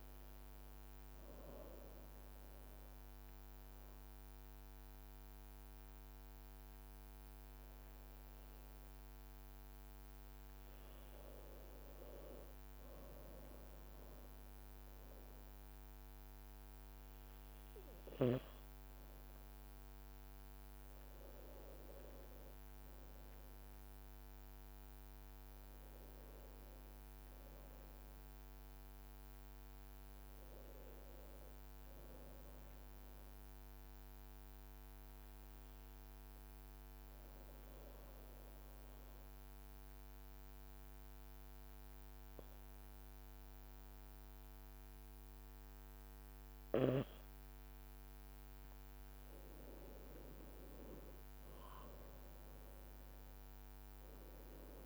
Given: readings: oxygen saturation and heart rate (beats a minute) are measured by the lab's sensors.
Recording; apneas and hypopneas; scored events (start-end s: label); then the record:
breathing in sleep, hard to hear, by a microphone on the trachea; 2
1.50-11.50 s: obstructive apnea (oxygen 96% before, 92% lowest, heart rate 55 before, 52 extreme, up 1 after)
15.50-20.00 s: arousal
33.00-48.50 s: obstructive apnea (oxygen 95% before, 90% lowest, heart rate 54 before, 52 extreme, up 2 after)
50.50-54.50 s: arousal
From the record:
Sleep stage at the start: N2 (light sleep); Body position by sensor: on the back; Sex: male